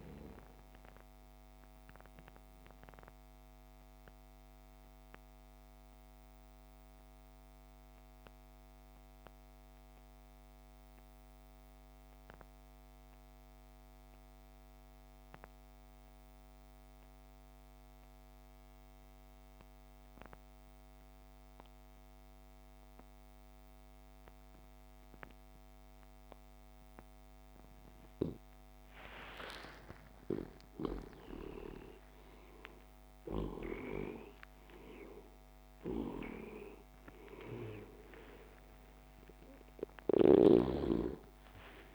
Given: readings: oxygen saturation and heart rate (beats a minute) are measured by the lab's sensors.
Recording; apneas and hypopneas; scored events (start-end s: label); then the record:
breathing in sleep by a microphone on the trachea; 1
0.00-17.50 s: oxygen desaturation (device-marked, oxygen 84% lowest)
2.50-29.00 s: mixed apnea (oxygen 99% before, 80% lowest)
29.50-36.00 s: arousal
29.50-41.95 s: oxygen desaturation (device-marked, oxygen 98% before, 80% lowest)
From the record:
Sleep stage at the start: N2 (light sleep); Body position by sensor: on the back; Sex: male